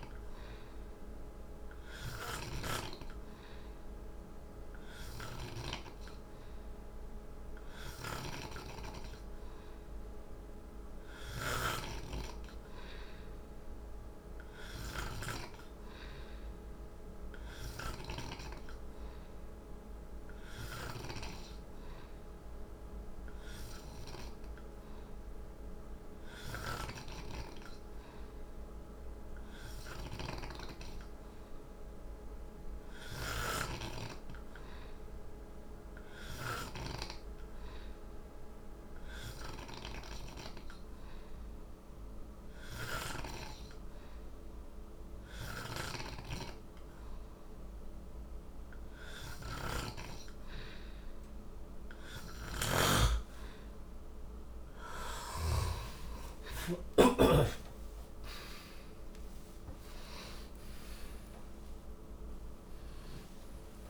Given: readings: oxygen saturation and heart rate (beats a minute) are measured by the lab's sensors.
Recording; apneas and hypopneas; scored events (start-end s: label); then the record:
breathing in sleep by a room microphone; none
0.00-5.50 s: snoring (device-marked)
7.50-18.00 s: snoring (device-marked)
26.00-30.50 s: snoring (device-marked)
45.00-55.50 s: snoring (device-marked)
56.00-62.50 s: arousal
From the record:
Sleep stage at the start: N2 (light sleep); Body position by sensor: on the back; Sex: male